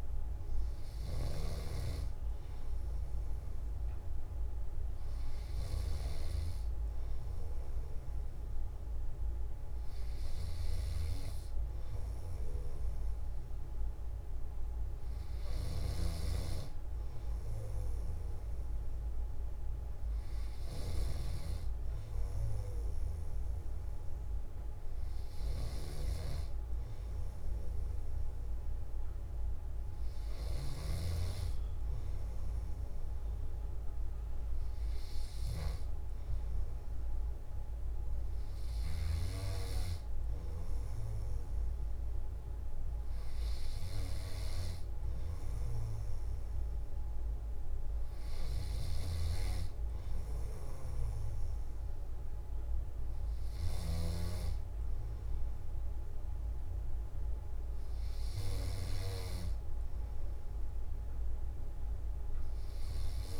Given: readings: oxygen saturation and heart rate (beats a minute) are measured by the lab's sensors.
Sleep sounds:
breathing in sleep by a room microphone; none
none scored
From the record:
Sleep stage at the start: N1 (lightest sleep); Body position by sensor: on the back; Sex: male

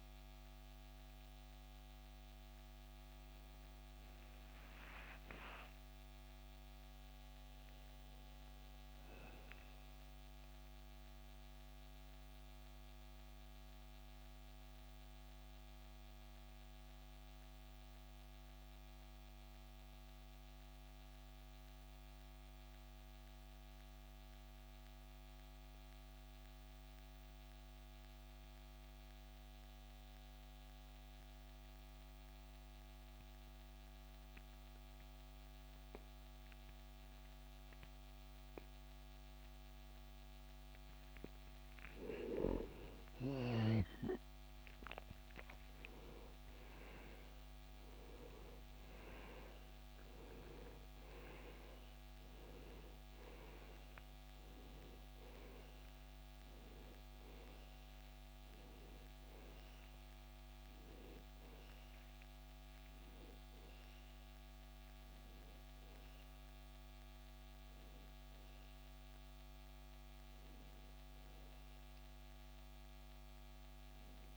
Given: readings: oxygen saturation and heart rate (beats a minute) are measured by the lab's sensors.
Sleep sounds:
breathing in sleep by a microphone on the trachea; 1
2.00-7.00 s: arousal
10.00-41.00 s: mixed apnea (oxygen 99% before, 81% lowest, heart rate 74 before, 56 extreme, up 13 after)
42.00-47.50 s: arousal
47.00-64.00 s: oxygen desaturation (device-marked, oxygen 94% before, 90% lowest, heart rate 64 before, 67 extreme)
71.00-74.37 s: oxygen desaturation (device-marked, oxygen 91% before, 81% lowest, heart rate 76 before, 64 extreme)
From the record:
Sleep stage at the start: REM sleep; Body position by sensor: on the back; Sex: male

